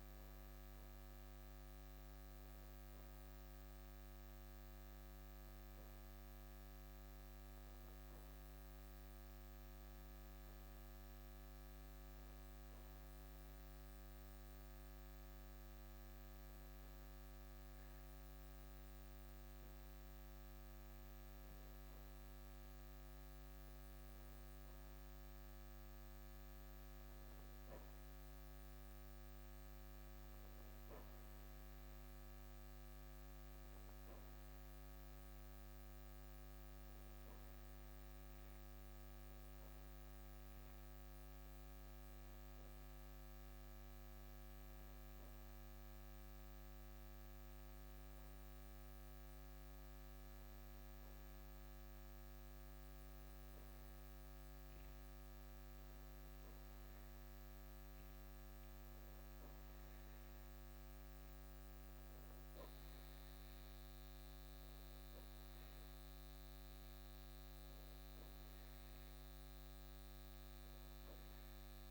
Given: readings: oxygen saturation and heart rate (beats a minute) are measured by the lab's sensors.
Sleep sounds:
breathing in sleep, hard to hear, by a microphone on the trachea; none
none scored
From the record:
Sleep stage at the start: N2 (light sleep); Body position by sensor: on the back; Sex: male

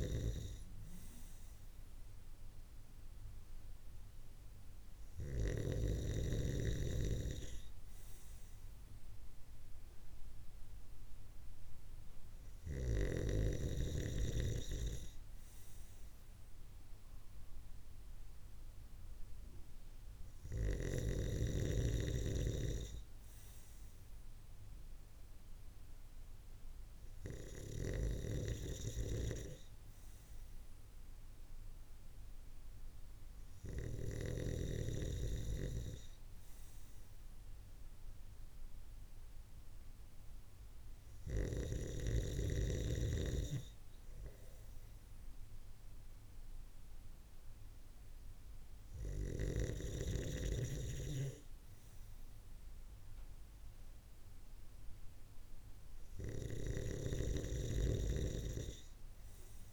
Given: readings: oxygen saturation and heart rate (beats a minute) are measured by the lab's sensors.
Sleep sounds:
breathing in sleep by a room microphone; none
27.00-33.50 s: snoring (device-marked)
From the record:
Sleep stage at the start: N2 (light sleep); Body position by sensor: on the right side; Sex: male

